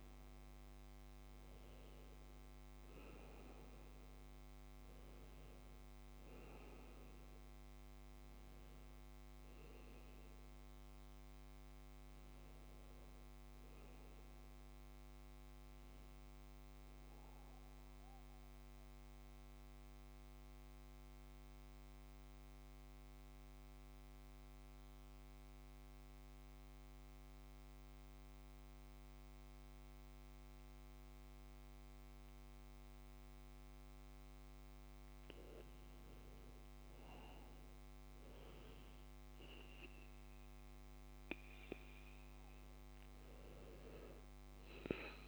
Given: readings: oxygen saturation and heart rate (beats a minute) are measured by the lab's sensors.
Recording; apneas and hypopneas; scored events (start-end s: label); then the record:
breathing in sleep, hard to hear, by a microphone on the trachea; 1
0.00-4.00 s: oxygen desaturation (device-marked, oxygen 93% lowest, heart rate 58 extreme)
17.00-33.50 s: central apnea (oxygen 96% before, 93% lowest, heart rate 62 before, 59 extreme, up 2 after)
35.50-39.00 s: arousal
From the record:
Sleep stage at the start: N2 (light sleep); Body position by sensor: on the back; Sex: male